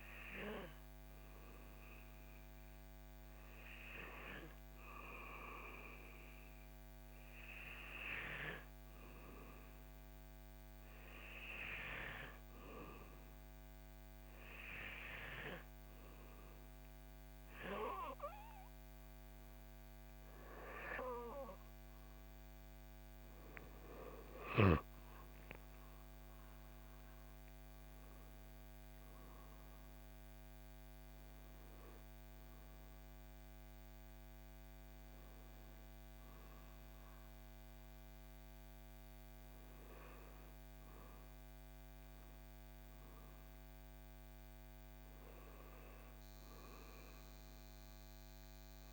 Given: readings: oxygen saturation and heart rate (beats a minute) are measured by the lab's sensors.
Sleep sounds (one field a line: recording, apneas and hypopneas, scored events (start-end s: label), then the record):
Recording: breathing in sleep by a microphone on the trachea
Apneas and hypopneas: none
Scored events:
none scored
From the record:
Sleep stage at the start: N2 (light sleep)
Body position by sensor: on the back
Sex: male